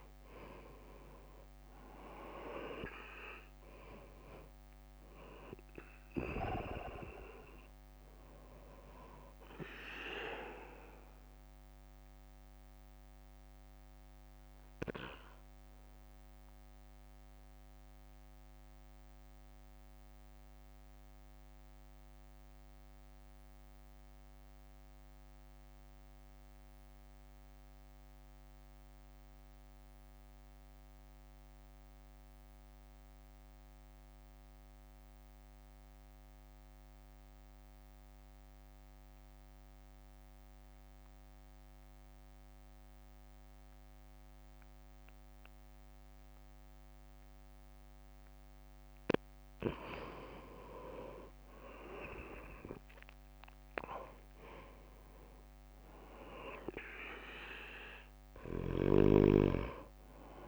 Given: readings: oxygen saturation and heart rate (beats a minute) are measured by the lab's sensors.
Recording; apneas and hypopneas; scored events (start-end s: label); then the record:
breathing in sleep by a microphone on the trachea; 1
0.00-3.00 s: arousal
0.00-14.00 s: oxygen desaturation (device-marked, oxygen 88% lowest, heart rate 51 extreme)
0.00-17.00 s: drop in pulse transit time (device-marked, heart rate 58 before, 51 extreme)
12.00-48.50 s: mixed apnea (oxygen 97% before, 86% lowest, heart rate 55 before, 49 extreme, up 6 after)
24.00-34.00 s: oxygen desaturation (device-marked, oxygen 90% before, 86% lowest, heart rate 54 before, 55 extreme)
49.00-60.48 s: oxygen desaturation (device-marked, oxygen 98% before, 90% lowest, heart rate 61 before, 49 extreme)
51.50-55.50 s: arousal
52.00-60.48 s: drop in pulse transit time (device-marked, heart rate 60 before, 49 extreme)
From the record:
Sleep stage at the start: N2 (light sleep); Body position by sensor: on the right side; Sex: male